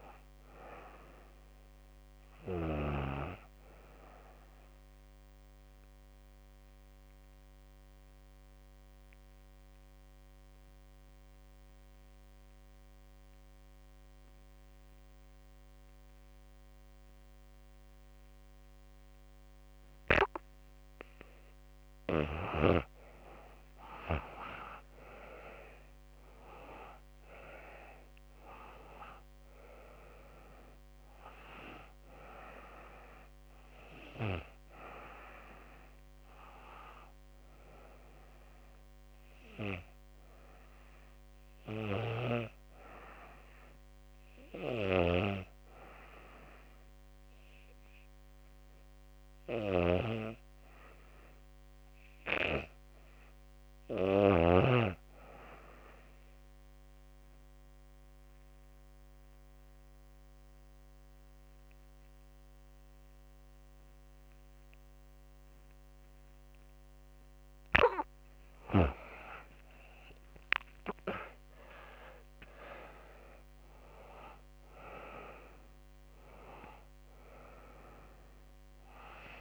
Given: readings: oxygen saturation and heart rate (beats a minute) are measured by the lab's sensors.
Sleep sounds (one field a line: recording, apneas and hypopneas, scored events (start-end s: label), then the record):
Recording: breathing in sleep by a microphone on the trachea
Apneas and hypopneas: 2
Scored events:
3.50-19.00 s: obstructive apnea (oxygen 98% before, 86% lowest, heart rate 79 before, 64 extreme, up 15 after)
21.50-25.00 s: arousal
26.00-42.00 s: oxygen desaturation (device-marked, oxygen 95% before, 87% lowest, heart rate 69 before, 71 extreme)
36.00-65.50 s: hypopnea (oxygen 96% before, 85% lowest, heart rate 76 before, 71 extreme, up 14 after)
56.00-79.41 s: oxygen desaturation (device-marked, oxygen 97% before, 85% lowest, heart rate 78 before, 65 extreme)
67.00-71.50 s: arousal
From the record:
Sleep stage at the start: REM sleep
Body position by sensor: on the back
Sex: female